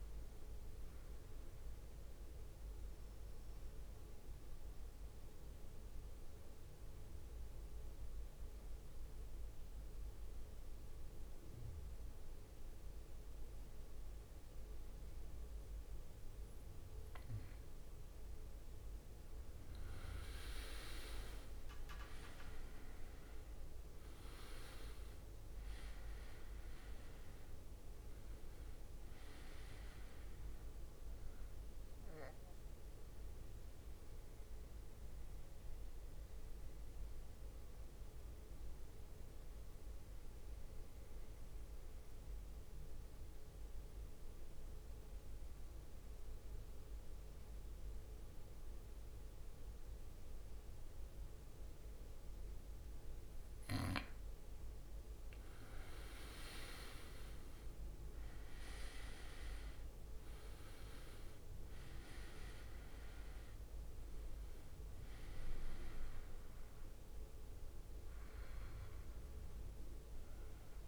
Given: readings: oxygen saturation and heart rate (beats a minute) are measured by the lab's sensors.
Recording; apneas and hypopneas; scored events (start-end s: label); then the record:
breathing in sleep by a room microphone; 2
5.50-19.50 s: mixed apnea (oxygen 98% before, 92% lowest, heart rate 62 before, 53 extreme, up 17 after)
20.50-21.50 s: leg movement (device-marked)
21.00-26.00 s: arousal
24.00-38.00 s: drop in pulse transit time (device-marked, heart rate 59 before, 55 extreme)
24.00-42.00 s: oxygen desaturation (device-marked, oxygen 98% before, 92% lowest, heart rate 59 before, 53 extreme)
33.50-53.50 s: mixed apnea (oxygen 98% before, 92% lowest, heart rate 66 before, 53 extreme, up 13 after)
57.00-62.00 s: arousal
58.00-70.88 s: oxygen desaturation (device-marked, oxygen 98% before, 92% lowest, heart rate 59 before, 53 extreme)
From the record:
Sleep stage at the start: N2 (light sleep); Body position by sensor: on the back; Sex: male